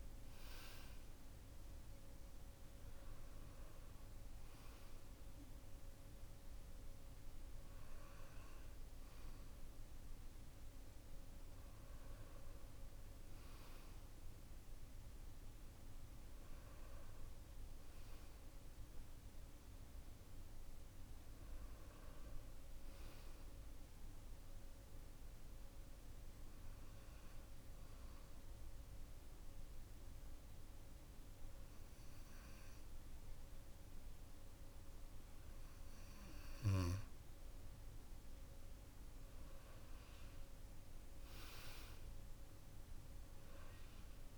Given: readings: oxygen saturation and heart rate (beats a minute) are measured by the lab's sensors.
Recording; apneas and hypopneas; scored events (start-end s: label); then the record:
breathing in sleep, hard to hear, by a room microphone; 1
24.00-37.00 s: hypopnea (oxygen 96% before, 93% lowest, heart rate 59 before, 54 extreme, up 7 after)
40.00-44.00 s: arousal
From the record:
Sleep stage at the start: N2 (light sleep); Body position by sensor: on the back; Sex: male